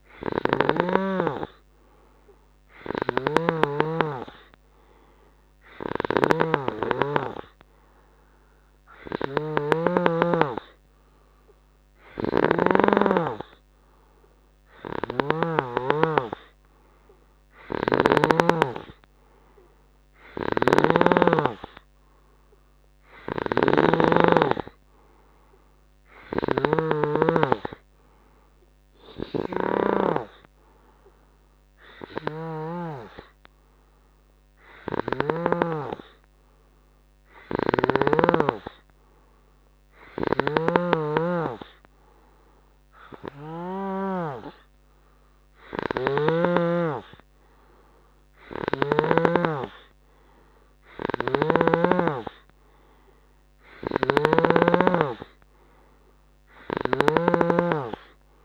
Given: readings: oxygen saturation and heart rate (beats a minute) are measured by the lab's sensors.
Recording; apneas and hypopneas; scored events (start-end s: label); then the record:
breathing in sleep by a microphone on the trachea; none
3.00-13.00 s: snoring (device-marked)
15.00-18.50 s: snoring (device-marked)
20.50-33.00 s: snoring (device-marked)
37.50-49.50 s: snoring (device-marked)
54.00-57.50 s: snoring (device-marked)
From the record:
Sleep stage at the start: N3 (deep sleep); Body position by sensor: on the right side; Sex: male